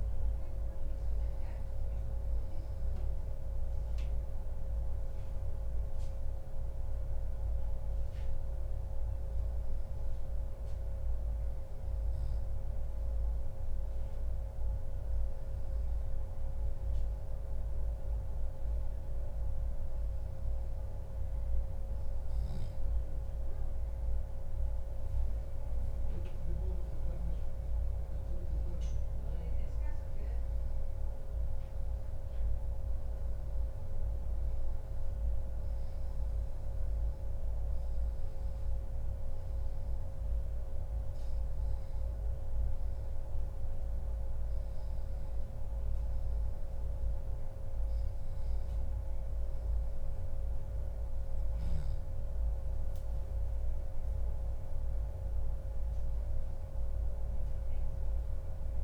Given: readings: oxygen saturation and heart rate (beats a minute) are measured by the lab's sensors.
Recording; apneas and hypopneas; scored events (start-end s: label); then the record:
breathing in sleep, hard to hear, by a room microphone; none
none scored
From the record:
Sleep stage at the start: N2 (light sleep); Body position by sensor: on the back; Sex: male